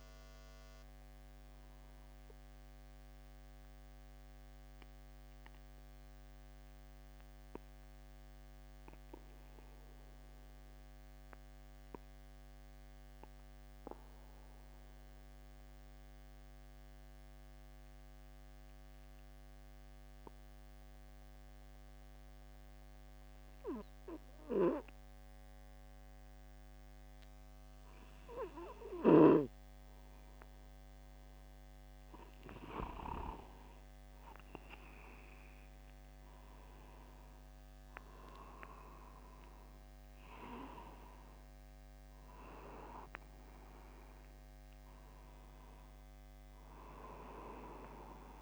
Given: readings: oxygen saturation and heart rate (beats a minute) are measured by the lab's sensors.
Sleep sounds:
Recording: breathing in sleep by a microphone on the trachea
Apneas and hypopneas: 1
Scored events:
3.00-32.50 s: mixed apnea (oxygen 96% before, 93% lowest, heart rate 51 before, 49 extreme, up 1 after)
35.00-38.50 s: arousal
From the record:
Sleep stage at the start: N2 (light sleep)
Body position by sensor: upright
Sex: male

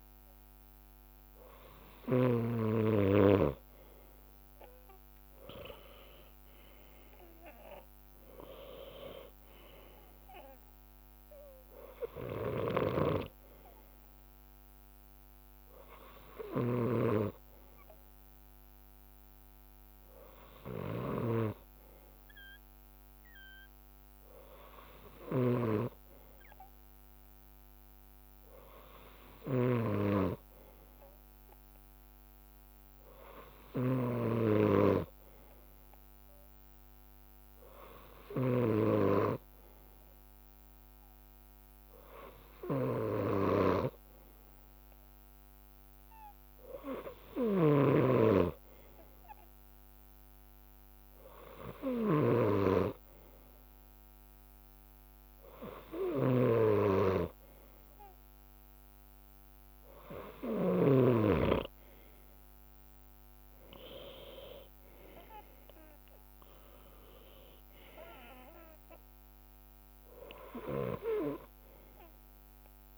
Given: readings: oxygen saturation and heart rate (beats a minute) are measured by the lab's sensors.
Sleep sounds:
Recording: breathing in sleep by a microphone on the trachea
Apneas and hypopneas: none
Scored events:
0.00-4.00 s: bradycardia (device-marked, heart rate 53 extreme)
0.00-4.00 s: leg movement (device-marked)
4.00-11.00 s: leg movement (device-marked)
11.00-62.00 s: bradycardia (device-marked, heart rate 59 before, 54 extreme)
11.50-13.50 s: leg movement (device-marked)
16.00-20.50 s: leg movement (device-marked)
21.00-25.00 s: leg movement (device-marked)
22.00-30.00 s: drop in pulse transit time (device-marked, heart rate 58 before, 55 extreme)
25.50-35.50 s: leg movement (device-marked)
36.50-42.00 s: leg movement (device-marked)
42.50-48.00 s: leg movement (device-marked)
49.00-55.50 s: leg movement (device-marked)
61.50-65.00 s: arousal
62.00-67.50 s: leg movement (device-marked)
70.00-72.98 s: bradycardia (device-marked, heart rate 59 before, 54 extreme)
From the record:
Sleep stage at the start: N2 (light sleep)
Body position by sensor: on the back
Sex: male

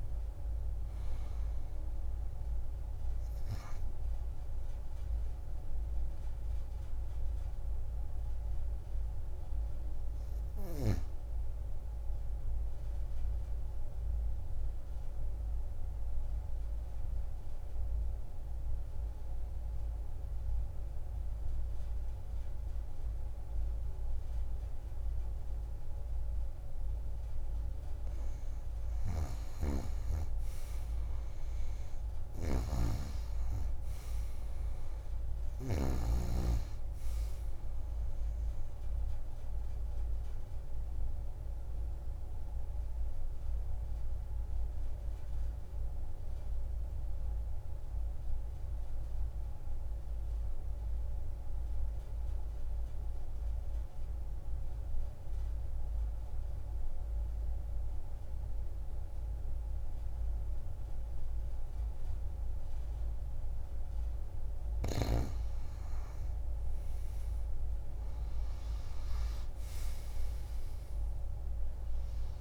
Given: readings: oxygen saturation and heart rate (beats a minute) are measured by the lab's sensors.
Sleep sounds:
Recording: breathing in sleep by a room microphone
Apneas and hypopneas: 2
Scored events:
0.00-18.00 s: oxygen desaturation (device-marked, oxygen 89% lowest)
13.00-27.50 s: obstructive apnea (oxygen 98% before, 87% lowest)
29.50-36.00 s: snoring (device-marked)
31.00-34.50 s: arousal
32.00-58.00 s: oxygen desaturation (device-marked, oxygen 97% before, 89% lowest)
40.00-62.50 s: obstructive apnea (oxygen 97% before, 87% lowest)
64.50-68.50 s: arousal
65.00-72.41 s: oxygen desaturation (device-marked, oxygen 97% before, 87% lowest)
From the record:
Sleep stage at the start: N2 (light sleep)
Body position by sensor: on the back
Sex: female

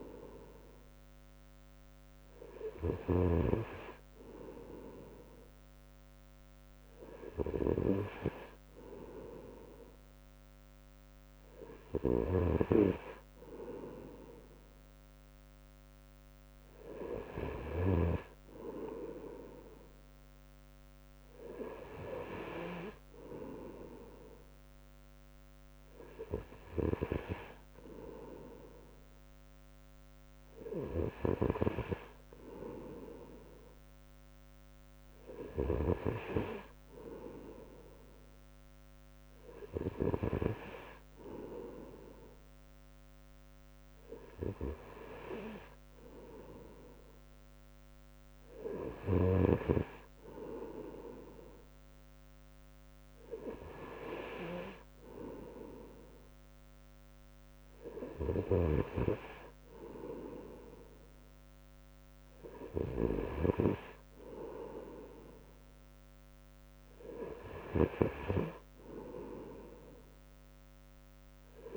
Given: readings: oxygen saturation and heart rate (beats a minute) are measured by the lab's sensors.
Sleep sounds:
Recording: breathing in sleep by a microphone on the trachea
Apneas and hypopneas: none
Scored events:
none scored
From the record:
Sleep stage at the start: N2 (light sleep)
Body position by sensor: on the right side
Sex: male

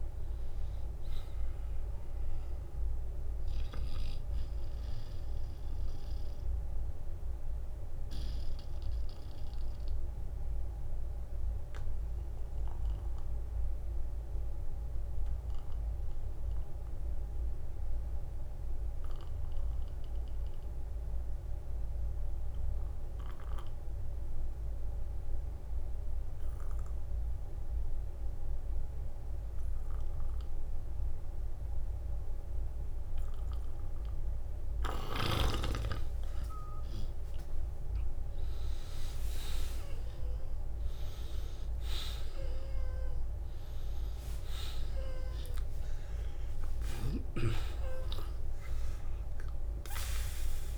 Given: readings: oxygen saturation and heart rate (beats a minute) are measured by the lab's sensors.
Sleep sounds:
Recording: breathing in sleep by a room microphone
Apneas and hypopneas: 1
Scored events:
2.00-4.00 s: long interval between heartbeats (device-marked, heart rate 59 before, 57 extreme)
7.00-21.00 s: oxygen desaturation (device-marked, oxygen 94% before, 89% lowest, heart rate 59 before, 50 extreme)
7.00-33.00 s: obstructive apnea (oxygen 95% before, 83% lowest, heart rate 59 before, 50 extreme, up 11 after)
39.00-45.00 s: arousal
From the record:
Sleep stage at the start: N2 (light sleep)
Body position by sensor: on the back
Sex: male

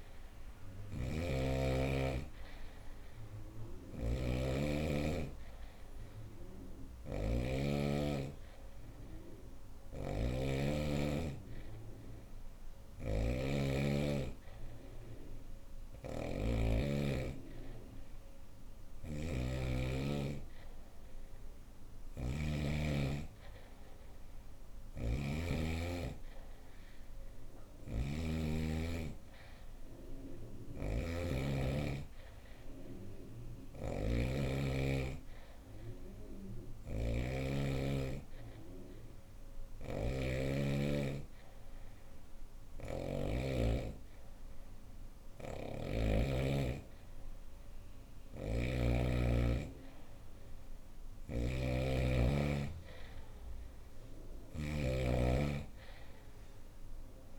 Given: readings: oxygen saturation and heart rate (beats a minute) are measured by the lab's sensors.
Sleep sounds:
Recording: breathing in sleep by a room microphone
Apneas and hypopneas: none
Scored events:
0.00-7.00 s: snoring (device-marked)
9.00-16.00 s: snoring (device-marked)
18.00-42.50 s: snoring (device-marked)
44.50-57.39 s: snoring (device-marked)
From the record:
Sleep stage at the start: N2 (light sleep)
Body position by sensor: on the right side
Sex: female

